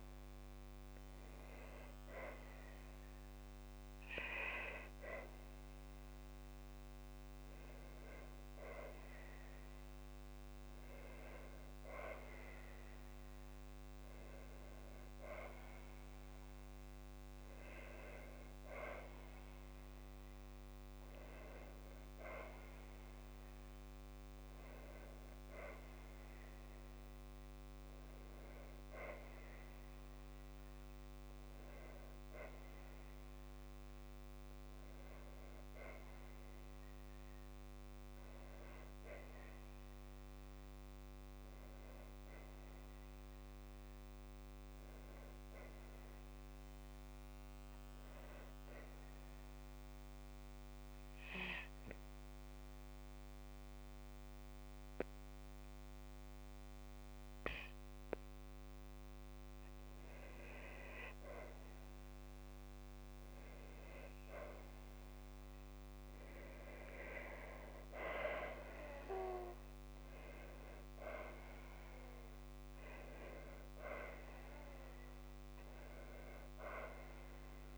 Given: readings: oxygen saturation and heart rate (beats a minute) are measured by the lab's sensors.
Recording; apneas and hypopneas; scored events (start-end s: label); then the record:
breathing in sleep by a microphone on the trachea; 1
0.00-1.00 s: arousal
1.50-3.50 s: long interval between heartbeats (device-marked, heart rate 54 before, 65 extreme)
5.00-7.00 s: long interval between heartbeats (device-marked, heart rate 56 before, 74 extreme)
8.00-10.00 s: long interval between heartbeats (device-marked, heart rate 59 before, 74 extreme)
22.00-24.00 s: long interval between heartbeats (device-marked, heart rate 65 before, 65 extreme)
25.50-27.50 s: long interval between heartbeats (device-marked, heart rate 65 before, 74 extreme)
28.50-30.50 s: long interval between heartbeats (device-marked, heart rate 65 before, 74 extreme)
35.00-39.00 s: arousal
43.00-56.50 s: obstructive apnea (oxygen 97% before, 94% lowest, heart rate 64 before, 55 extreme, up 0 after)
59.50-63.00 s: arousal
From the record:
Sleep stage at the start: N2 (light sleep); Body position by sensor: on the back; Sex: female